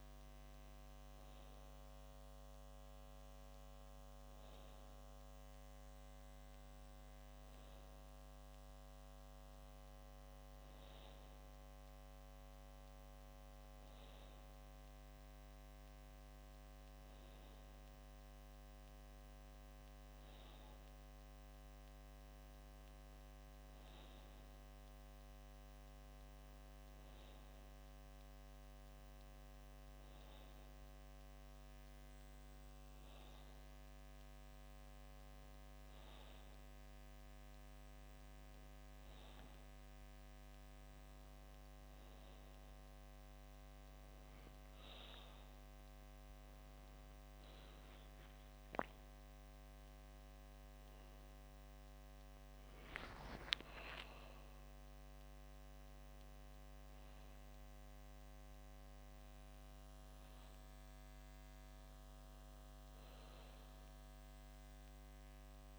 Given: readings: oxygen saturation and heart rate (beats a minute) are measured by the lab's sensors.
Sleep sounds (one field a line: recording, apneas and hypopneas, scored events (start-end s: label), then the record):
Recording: breathing in sleep, hard to hear, by a microphone on the trachea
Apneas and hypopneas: none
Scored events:
48.50-52.50 s: arousal
From the record:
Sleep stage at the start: N2 (light sleep)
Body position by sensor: on the back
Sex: male